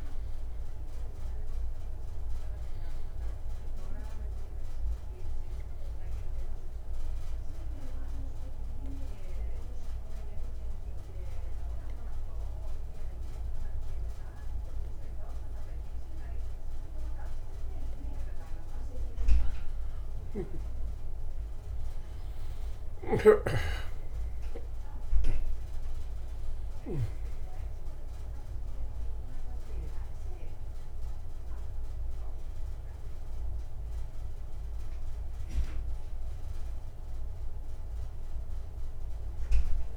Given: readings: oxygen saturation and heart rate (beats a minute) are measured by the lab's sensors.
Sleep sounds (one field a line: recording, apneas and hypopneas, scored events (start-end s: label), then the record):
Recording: a person partly awake in a sleep study, by a room microphone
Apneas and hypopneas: 1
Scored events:
0.00-1.50 s: oxygen desaturation (device-marked, oxygen 93% lowest, heart rate 62 extreme)
5.50-18.50 s: obstructive apnea (oxygen 95% before, 84% lowest, heart rate 62 before, 63 extreme, up 6 after)
20.50-39.97 s: new sleep stage, awake
31.50-39.97 s: oxygen desaturation (device-marked, oxygen 93% before, 84% lowest, heart rate 66 before, 64 extreme)
From the record:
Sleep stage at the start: N2 (light sleep)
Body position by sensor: on the back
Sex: male